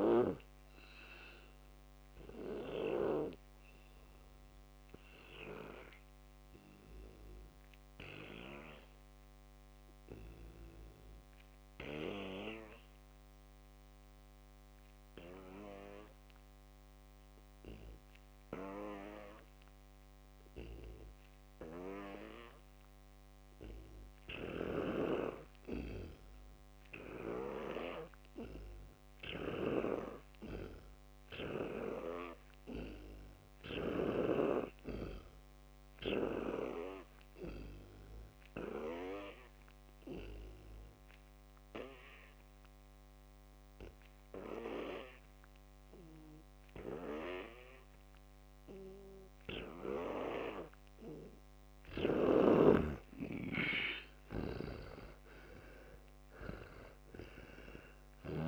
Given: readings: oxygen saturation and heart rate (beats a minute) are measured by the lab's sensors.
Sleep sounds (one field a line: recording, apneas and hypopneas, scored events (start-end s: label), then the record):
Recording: breathing in sleep by a microphone on the trachea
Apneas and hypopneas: 2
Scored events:
0.00-4.50 s: oxygen desaturation (device-marked, oxygen 88% lowest, heart rate 58 extreme)
4.50-22.00 s: obstructive apnea (oxygen 94% before, 86% lowest, heart rate 68 before, 56 extreme, up 7 after)
6.50-19.50 s: oxygen desaturation (device-marked, oxygen 91% before, 87% lowest, heart rate 68 before, 56 extreme)
24.00-27.50 s: arousal
25.00-34.50 s: snoring (device-marked)
31.50-58.48 s: oxygen desaturation (device-marked, oxygen 100% before, 86% lowest, heart rate 62 before, 58 extreme)
39.00-50.00 s: obstructive apnea (oxygen 100% before, 86% lowest, heart rate 62 before, 58 extreme, up 25 after)
53.50-57.50 s: arousal
54.50-58.48 s: snoring (device-marked)
From the record:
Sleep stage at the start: N2 (light sleep)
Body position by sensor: on the back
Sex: male